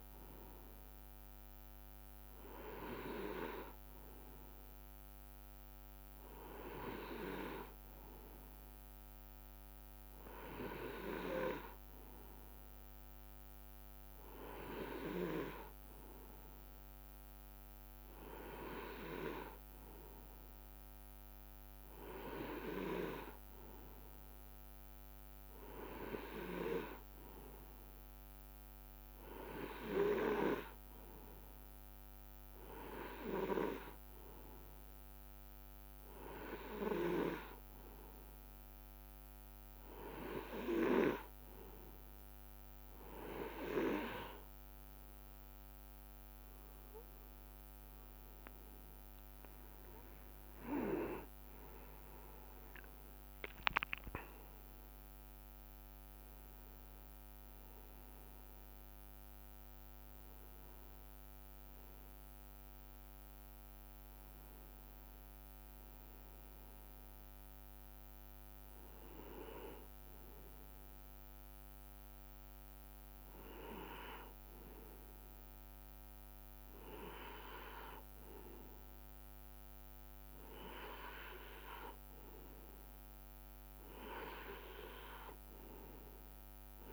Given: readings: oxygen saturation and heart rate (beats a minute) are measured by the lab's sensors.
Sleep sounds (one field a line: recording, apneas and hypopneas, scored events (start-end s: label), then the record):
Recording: breathing in sleep by a microphone on the trachea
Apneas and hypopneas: none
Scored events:
49.50-54.50 s: arousal
From the record:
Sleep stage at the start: N2 (light sleep)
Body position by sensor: on the right side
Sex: male